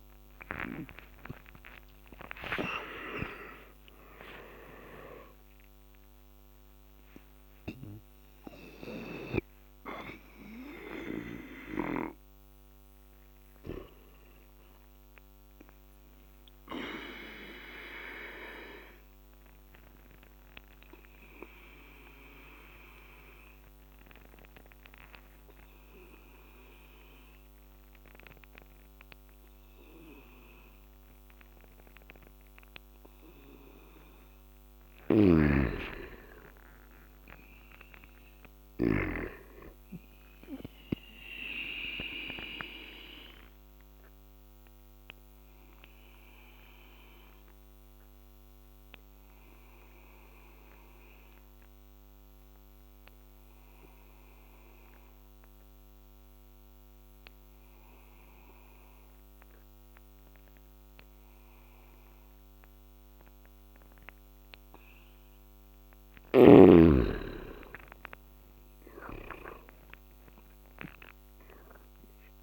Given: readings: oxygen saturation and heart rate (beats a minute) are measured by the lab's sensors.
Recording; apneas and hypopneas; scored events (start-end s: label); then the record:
breathing in sleep by a microphone on the trachea; 2
0.00-3.00 s: arousal
15.50-33.50 s: obstructive apnea (oxygen 98% before, 86% lowest, heart rate 86 before, 69 extreme, up 13 after)
34.50-39.00 s: snoring (device-marked)
36.00-39.50 s: arousal
39.50-61.50 s: oxygen desaturation (device-marked, oxygen 99% before, 89% lowest, heart rate 74 before, 69 extreme)
44.50-64.00 s: obstructive apnea (oxygen 99% before, 86% lowest, heart rate 75 before, 69 extreme, up 13 after)
66.00-70.00 s: arousal
67.50-72.43 s: oxygen desaturation (device-marked, oxygen 98% before, 86% lowest, heart rate 71 before, 69 extreme)
From the record:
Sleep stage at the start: N2 (light sleep); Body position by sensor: on the back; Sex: male